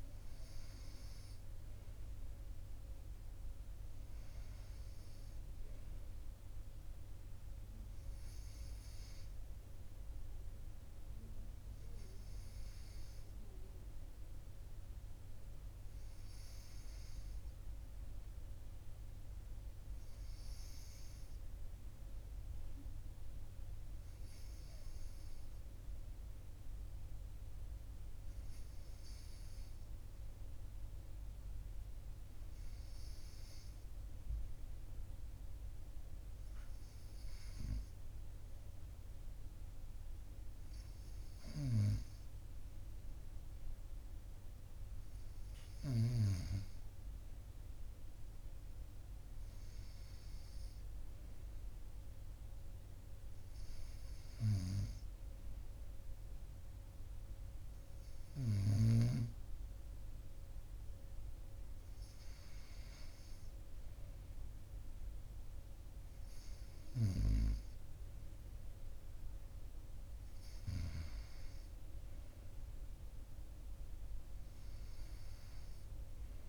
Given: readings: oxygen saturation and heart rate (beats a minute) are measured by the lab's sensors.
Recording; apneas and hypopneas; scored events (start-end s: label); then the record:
breathing in sleep by a room microphone; none
none scored
From the record:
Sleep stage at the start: N2 (light sleep); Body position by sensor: on the right side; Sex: male